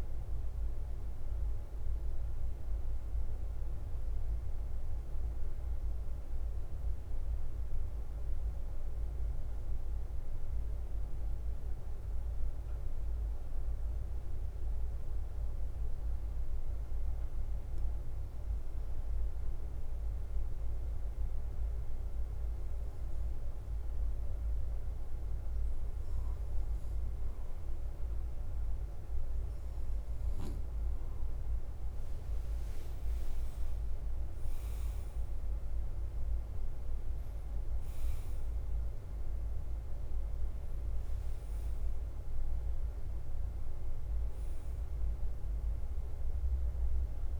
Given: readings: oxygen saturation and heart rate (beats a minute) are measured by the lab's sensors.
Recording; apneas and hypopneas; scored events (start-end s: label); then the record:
breathing in sleep, hard to hear, by a room microphone; 1
0.00-3.00 s: arousal
0.00-14.00 s: oxygen desaturation (device-marked, oxygen 90% lowest, heart rate 49 extreme)
0.00-47.40 s: bradycardia (device-marked, heart rate 45 extreme)
5.50-18.00 s: mixed apnea (oxygen 96% before, 90% lowest, heart rate 55 before, 45 extreme, up 0 after)
22.00-25.00 s: arousal
27.00-29.00 s: long interval between heartbeats (device-marked, heart rate 51 before, 52 extreme)
27.00-47.40 s: oxygen desaturation (device-marked, oxygen 98% before, 91% lowest, heart rate 51 before, 45 extreme)
33.50-35.50 s: long interval between heartbeats (device-marked, heart rate 50 before, 56 extreme)
From the record:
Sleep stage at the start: N2 (light sleep); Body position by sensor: on the right side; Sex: male